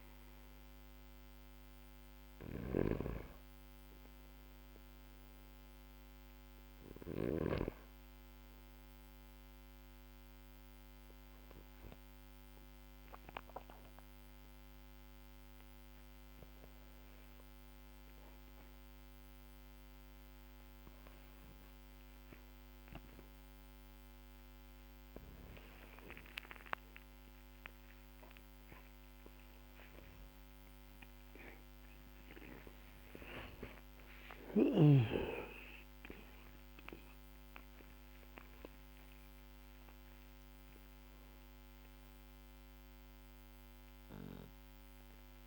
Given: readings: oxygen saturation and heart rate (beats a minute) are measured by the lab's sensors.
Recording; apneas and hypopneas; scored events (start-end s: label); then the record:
a person awake in a sleep study, by a microphone on the trachea; none
2.00-7.00 s: snoring (device-marked)
26.00-45.47 s: new sleep stage, N1 (lightest sleep)
From the record:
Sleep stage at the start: awake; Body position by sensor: on the back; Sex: male